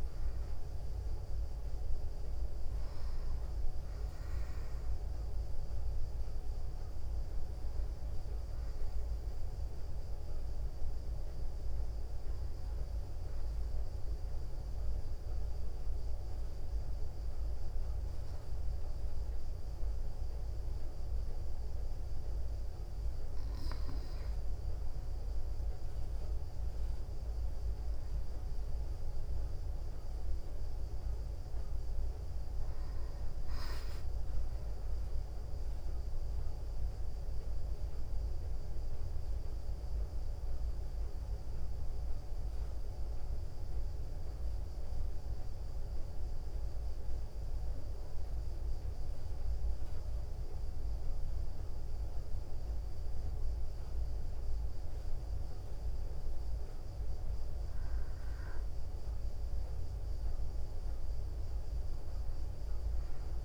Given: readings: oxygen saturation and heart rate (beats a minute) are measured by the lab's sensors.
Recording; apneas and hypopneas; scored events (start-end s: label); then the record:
breathing in sleep, hard to hear, by a room microphone; 2
14.00-24.00 s: mixed apnea (oxygen 92% before, 90% lowest, heart rate 62 before, 58 extreme, up 1 after)
31.50-35.00 s: arousal
41.00-57.00 s: central apnea (oxygen 94% before, 92% lowest, heart rate 60 before, 58 extreme, up 2 after)
59.50-63.45 s: arousal
From the record:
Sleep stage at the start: N2 (light sleep); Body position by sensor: on the back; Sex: female